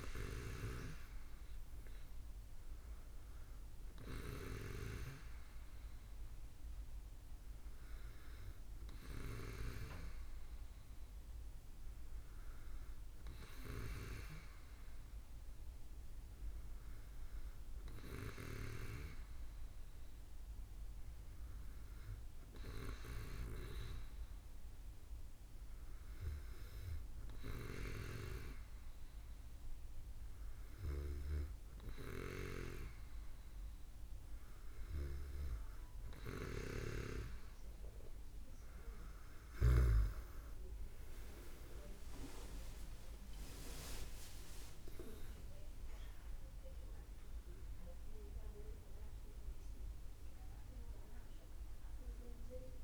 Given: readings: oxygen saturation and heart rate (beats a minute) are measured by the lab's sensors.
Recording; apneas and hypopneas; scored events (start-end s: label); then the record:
breathing in sleep by a room microphone; 1
19.50-34.00 s: hypopnea (oxygen 96% before, 93% lowest, heart rate 60 before, 58 extreme, up 5 after)
35.00-38.00 s: arousal
From the record:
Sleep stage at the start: N2 (light sleep); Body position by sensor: on the back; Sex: female